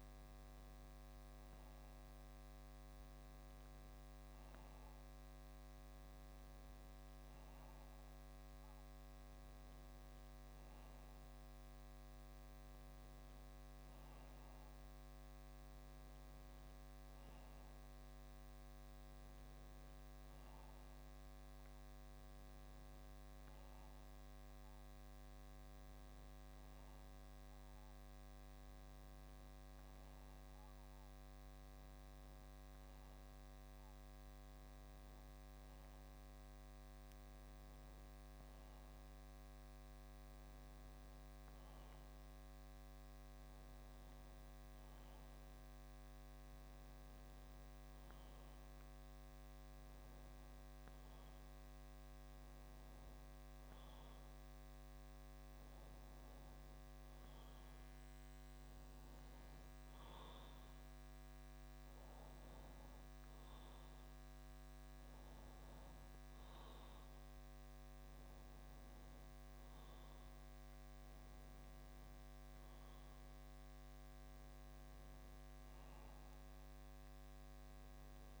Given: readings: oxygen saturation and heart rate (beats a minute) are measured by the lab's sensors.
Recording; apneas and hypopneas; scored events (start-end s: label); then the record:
breathing in sleep, hard to hear, by a microphone on the trachea; none
none scored
From the record:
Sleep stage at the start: N2 (light sleep); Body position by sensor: on the back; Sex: male